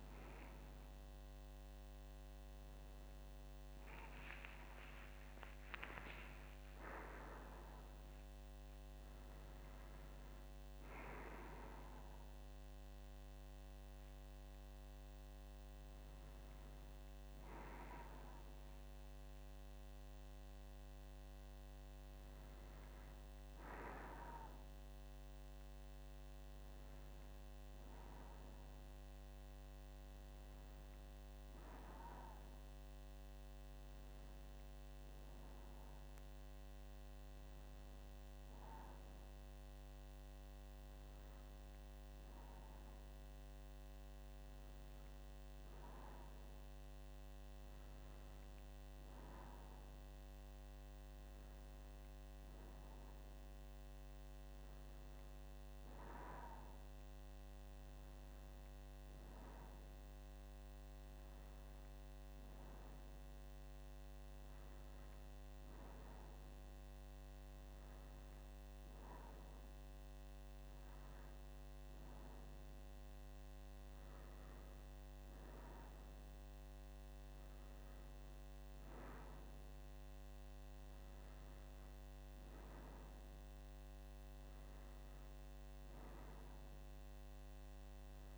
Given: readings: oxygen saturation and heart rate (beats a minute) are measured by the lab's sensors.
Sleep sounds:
a person partly awake in a sleep study, by a microphone on the trachea; none
15.50-88.38 s: new sleep stage, N1 (lightest sleep)
From the record:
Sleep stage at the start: awake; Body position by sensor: on the back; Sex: female

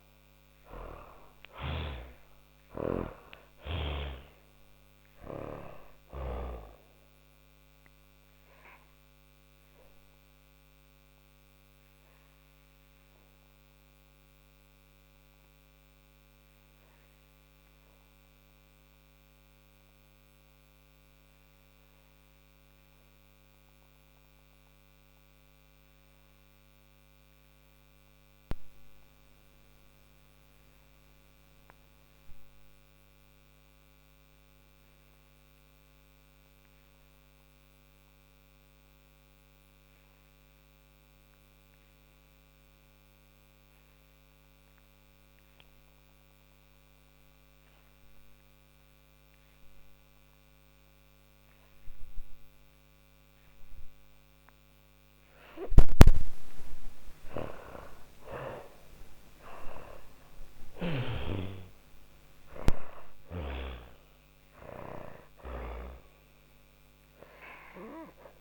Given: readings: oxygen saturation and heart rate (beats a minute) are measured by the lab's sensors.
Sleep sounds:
breathing in sleep by a microphone on the trachea; 1
0.00-25.00 s: oxygen desaturation (device-marked, oxygen 81% lowest, heart rate 39 extreme)
7.00-55.00 s: hypopnea (oxygen 98% before, 79% lowest, heart rate 107 before, 39 extreme, up 59 after)
43.00-68.41 s: oxygen desaturation (device-marked, oxygen 98% before, 79% lowest, heart rate 60 before, 45 extreme)
57.00-60.50 s: arousal
From the record:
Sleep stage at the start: N2 (light sleep); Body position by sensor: on the back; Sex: female

